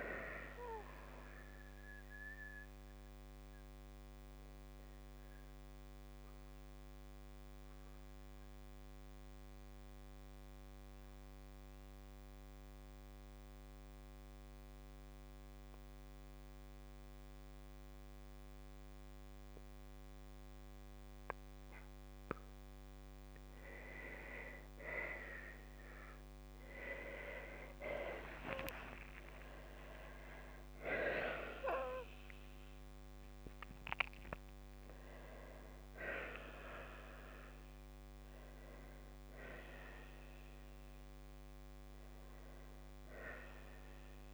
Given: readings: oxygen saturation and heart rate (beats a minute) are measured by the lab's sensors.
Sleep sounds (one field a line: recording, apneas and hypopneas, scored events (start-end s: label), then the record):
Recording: breathing in sleep by a microphone on the trachea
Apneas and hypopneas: 1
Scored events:
0.00-2.00 s: arousal
5.50-23.00 s: hypopnea (oxygen 94% before, 94% lowest, heart rate 60 before, 57 extreme, up 34 after)
28.00-33.00 s: arousal
28.50-30.50 s: long interval between heartbeats (device-marked, heart rate 61 before, 91 extreme)
From the record:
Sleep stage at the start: N2 (light sleep)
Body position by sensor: on the right side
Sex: female